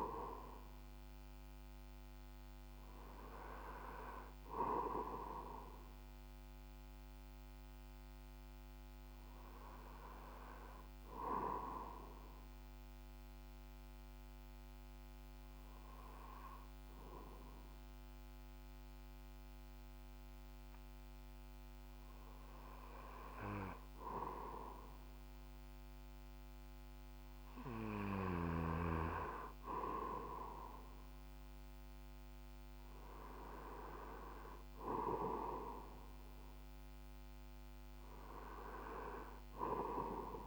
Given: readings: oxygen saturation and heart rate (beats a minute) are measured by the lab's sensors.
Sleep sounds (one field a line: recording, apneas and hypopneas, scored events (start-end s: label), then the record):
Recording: breathing in sleep by a microphone on the trachea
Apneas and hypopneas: 1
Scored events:
12.50-23.50 s: hypopnea (oxygen 98% before, 96% lowest, heart rate 57 before, 54 extreme, up 4 after)
26.00-28.50 s: arousal
From the record:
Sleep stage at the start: N2 (light sleep)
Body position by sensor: on the back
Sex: male